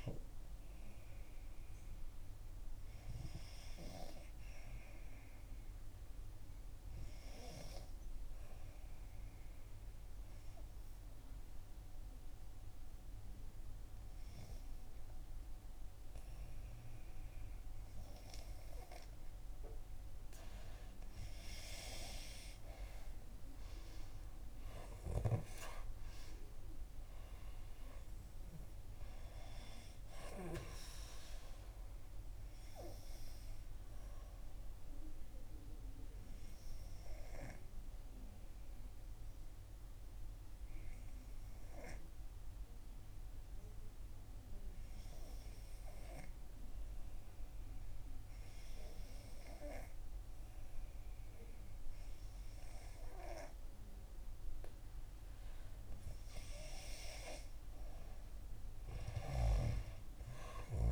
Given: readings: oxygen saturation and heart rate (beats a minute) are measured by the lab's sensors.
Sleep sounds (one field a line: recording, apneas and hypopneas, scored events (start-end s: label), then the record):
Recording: breathing in sleep by a room microphone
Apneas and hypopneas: 2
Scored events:
10.00-20.50 s: obstructive apnea (oxygen 96% before, 91% lowest, heart rate 65 before, 56 extreme, up 14 after)
22.50-24.50 s: long interval between heartbeats (device-marked, heart rate 66 before, 75 extreme)
23.00-27.00 s: arousal
24.50-46.50 s: oxygen desaturation (device-marked, oxygen 94% before, 91% lowest, heart rate 67 before, 56 extreme)
35.00-55.00 s: obstructive apnea (oxygen 96% before, 91% lowest, heart rate 70 before, 56 extreme, up 10 after)
36.00-38.00 s: long interval between heartbeats (device-marked, heart rate 70 before, 63 extreme)
57.50-60.92 s: arousal
From the record:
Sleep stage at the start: N2 (light sleep)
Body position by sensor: on the back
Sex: female